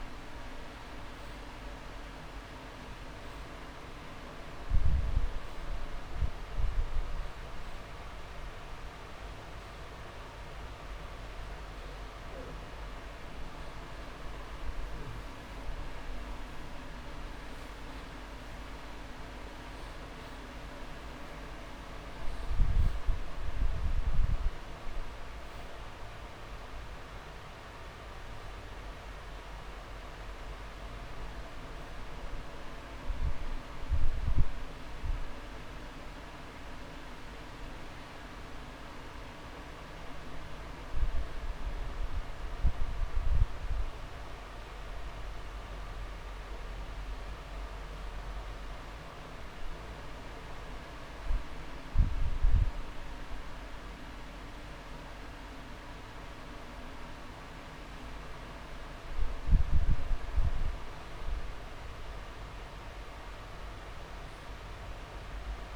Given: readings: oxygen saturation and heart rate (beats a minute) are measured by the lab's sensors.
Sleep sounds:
breathing in sleep, hard to hear, by a room microphone; none
none scored
From the record:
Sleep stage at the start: N2 (light sleep); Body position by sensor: on the back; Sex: male

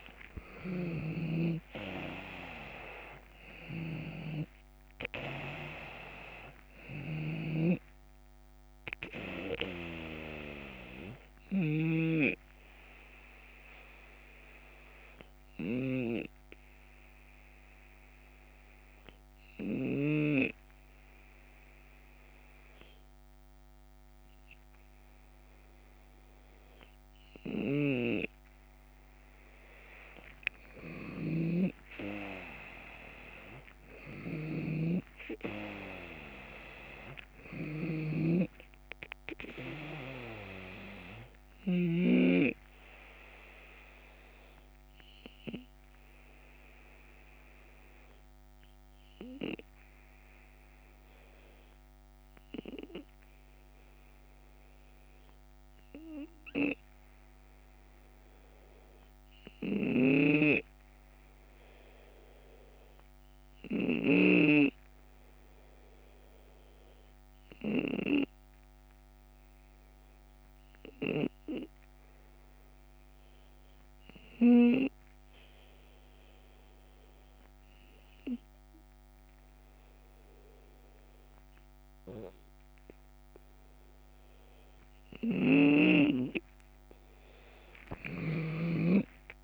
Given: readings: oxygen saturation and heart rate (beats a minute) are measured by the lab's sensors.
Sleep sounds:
breathing in sleep by a microphone on the trachea; 2
0.00-4.50 s: arousal
0.00-11.50 s: snoring (device-marked)
0.00-14.00 s: drop in pulse transit time (device-marked, heart rate 77 before, 79 extreme)
7.00-27.00 s: oxygen desaturation (device-marked, oxygen 92% before, 86% lowest, heart rate 80 before, 73 extreme)
11.50-28.50 s: obstructive apnea (oxygen 93% before, 86% lowest, heart rate 82 before, 73 extreme, up 10 after)
27.00-41.50 s: snoring (device-marked)
30.50-36.50 s: arousal
33.00-46.00 s: drop in pulse transit time (device-marked, heart rate 75 before, 79 extreme)
44.00-59.00 s: oxygen desaturation (device-marked, oxygen 93% before, 89% lowest, heart rate 79 before, 73 extreme)
44.00-85.00 s: obstructive apnea (oxygen 94% before, 83% lowest, heart rate 79 before, 73 extreme, up 8 after)
59.50-64.00 s: snoring (device-marked)
70.00-77.00 s: drop in pulse transit time (device-marked, heart rate 75 before, 73 extreme)
70.00-89.44 s: oxygen desaturation (device-marked, oxygen 94% before, 83% lowest, heart rate 75 before, 74 extreme)
84.50-89.44 s: snoring (device-marked)
88.00-89.44 s: arousal
88.00-89.44 s: drop in pulse transit time (device-marked, heart rate 75 before, 78 extreme)
From the record:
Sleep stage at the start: REM sleep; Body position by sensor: on the left side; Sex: male

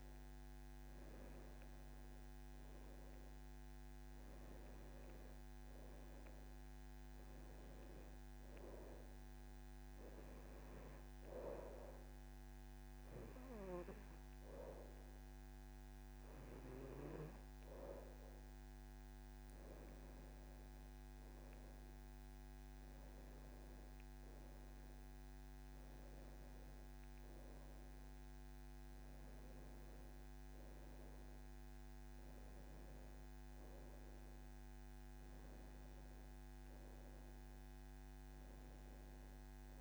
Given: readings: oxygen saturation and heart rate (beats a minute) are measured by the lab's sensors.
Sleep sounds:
breathing in sleep by a microphone on the trachea; 1
2.00-6.00 s: arousal
10.00-20.00 s: hypopnea (oxygen 97% before, 94% lowest, heart rate 74 before, 73 extreme, up 2 after)
21.50-25.00 s: arousal
From the record:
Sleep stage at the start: N2 (light sleep); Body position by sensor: on the back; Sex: male

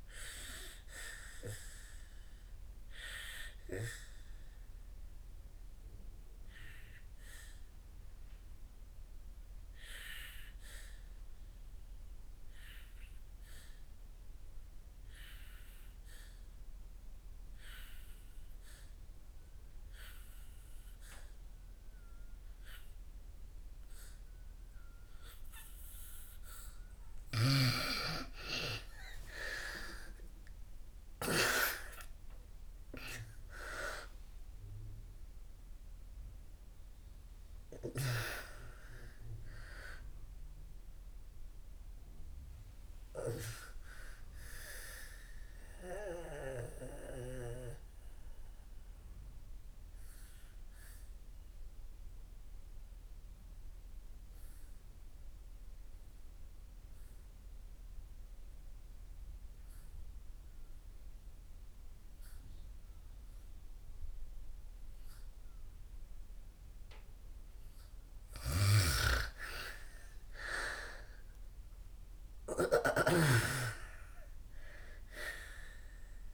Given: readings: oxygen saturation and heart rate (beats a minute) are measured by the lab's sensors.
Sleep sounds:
breathing in sleep by a room microphone; 2
0.00-16.50 s: oxygen desaturation (device-marked, oxygen 81% lowest, heart rate 60 extreme)
2.00-26.50 s: obstructive apnea (oxygen 98% before, 79% lowest, heart rate 71 before, 60 extreme, up 28 after)
21.50-57.50 s: oxygen desaturation (device-marked, oxygen 98% before, 79% lowest, heart rate 64 before, 56 extreme)
27.00-31.50 s: snoring (device-marked)
27.50-32.00 s: arousal
45.50-66.00 s: obstructive apnea (oxygen 98% before, 79% lowest, heart rate 75 before, 56 extreme, up 3 after)
68.50-72.50 s: arousal
68.50-73.00 s: snoring (device-marked)
68.50-76.34 s: oxygen desaturation (device-marked, oxygen 99% before, 80% lowest, heart rate 64 before, 56 extreme)
From the record:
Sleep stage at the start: N2 (light sleep); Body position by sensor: on the back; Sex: female

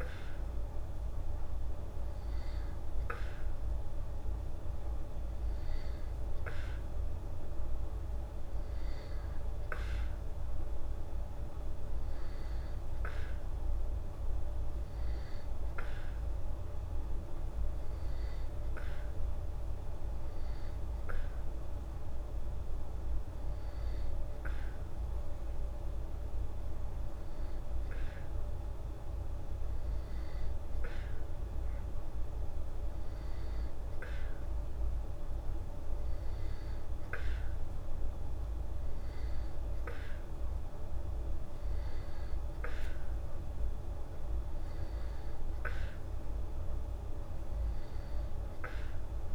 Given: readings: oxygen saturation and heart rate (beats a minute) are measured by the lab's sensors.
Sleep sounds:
breathing in sleep, hard to hear, by a room microphone; none
none scored
From the record:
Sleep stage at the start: N2 (light sleep); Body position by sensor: on the back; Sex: female

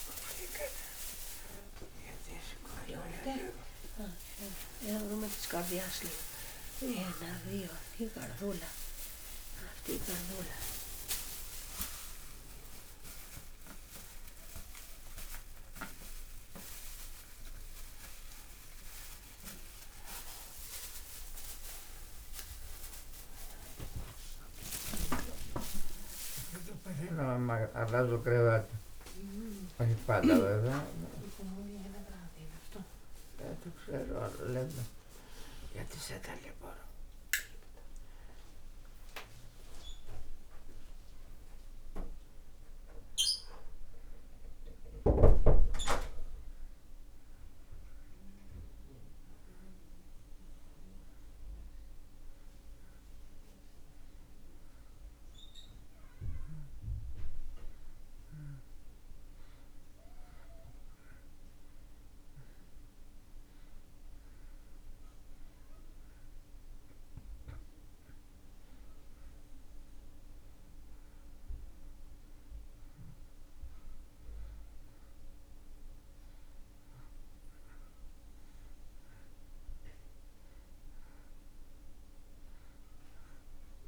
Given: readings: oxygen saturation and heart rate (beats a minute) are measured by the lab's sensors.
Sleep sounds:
a person partly awake in a sleep study, by a room microphone; none
30.00-60.00 s: new sleep stage, N1 (lightest sleep)
35.00-41.00 s: oxygen desaturation (device-marked, oxygen 97% before, 94% lowest)
60.00-83.87 s: new sleep stage, N2 (light sleep)
From the record:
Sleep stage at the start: awake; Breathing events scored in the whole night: 334 in 5.8 hours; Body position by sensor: on the back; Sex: male

